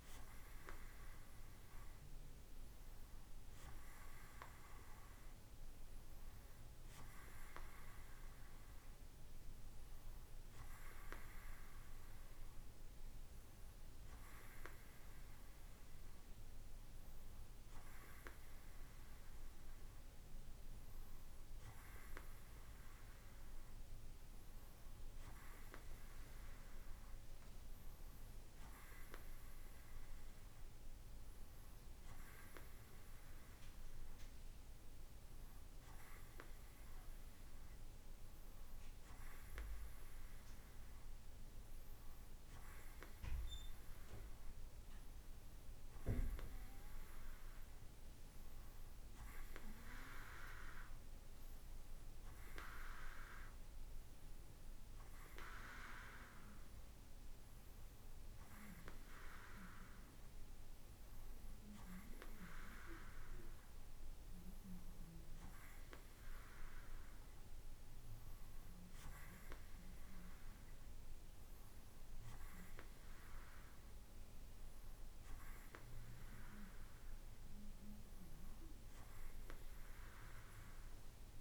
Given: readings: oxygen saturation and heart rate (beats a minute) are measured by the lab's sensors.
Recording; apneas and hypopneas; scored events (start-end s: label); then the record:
breathing in sleep by a room microphone; none
none scored
From the record:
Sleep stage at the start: N2 (light sleep); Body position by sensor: on the right side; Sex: male